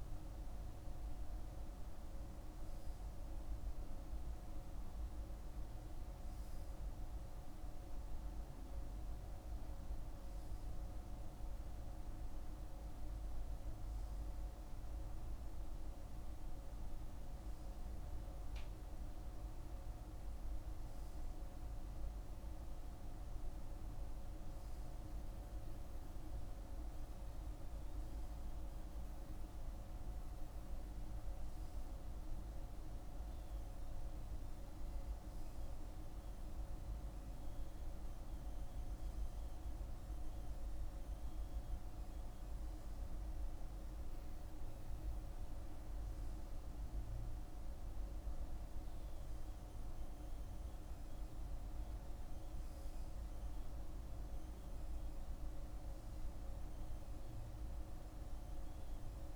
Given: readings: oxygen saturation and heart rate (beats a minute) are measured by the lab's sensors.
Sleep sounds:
breathing in sleep, hard to hear, by a room microphone; none
none scored
From the record:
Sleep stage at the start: N2 (light sleep); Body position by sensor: on the right side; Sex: male

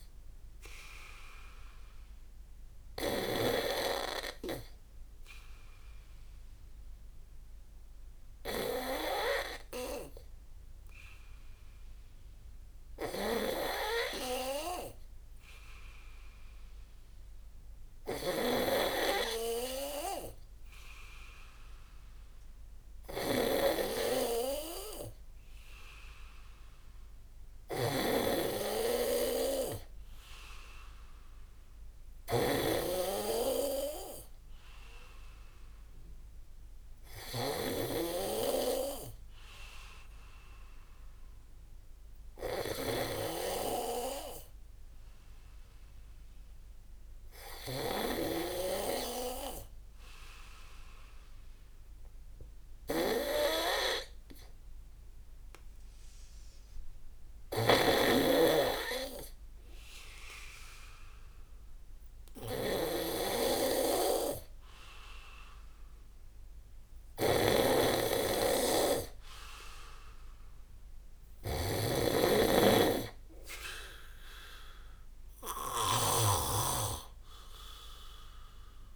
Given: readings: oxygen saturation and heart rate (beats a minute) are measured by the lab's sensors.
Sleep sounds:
breathing in sleep by a room microphone; none
0.00-3.50 s: snoring (device-marked)
18.00-78.96 s: snoring (device-marked)
32.50-35.50 s: oxygen desaturation (device-marked, oxygen 95% before, 92% lowest)
From the record:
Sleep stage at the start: N2 (light sleep); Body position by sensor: on the back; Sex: male

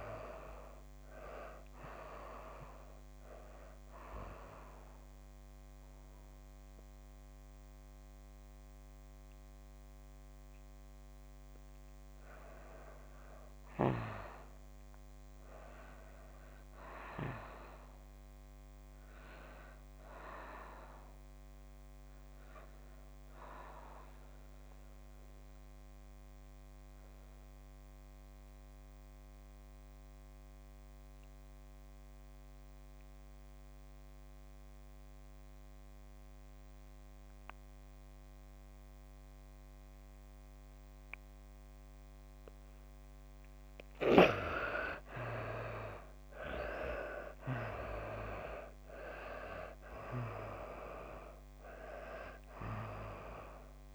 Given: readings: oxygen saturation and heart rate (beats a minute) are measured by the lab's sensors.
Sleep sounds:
breathing in sleep by a microphone on the trachea; 2
0.00-21.00 s: oxygen desaturation (device-marked, oxygen 74% lowest, heart rate 126 extreme)
3.50-13.50 s: central apnea (oxygen 98% before, 74% lowest, heart rate 154 before, 126 extreme, up 4 after)
15.50-19.00 s: arousal
23.00-43.50 s: mixed apnea (oxygen 99% before, 76% lowest, heart rate 159 before, 109 extreme, up 20 after)
40.00-53.95 s: oxygen desaturation (device-marked, oxygen 97% before, 77% lowest, heart rate 151 before, 109 extreme)
46.00-49.50 s: arousal
From the record:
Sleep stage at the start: N2 (light sleep); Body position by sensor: on the back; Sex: female

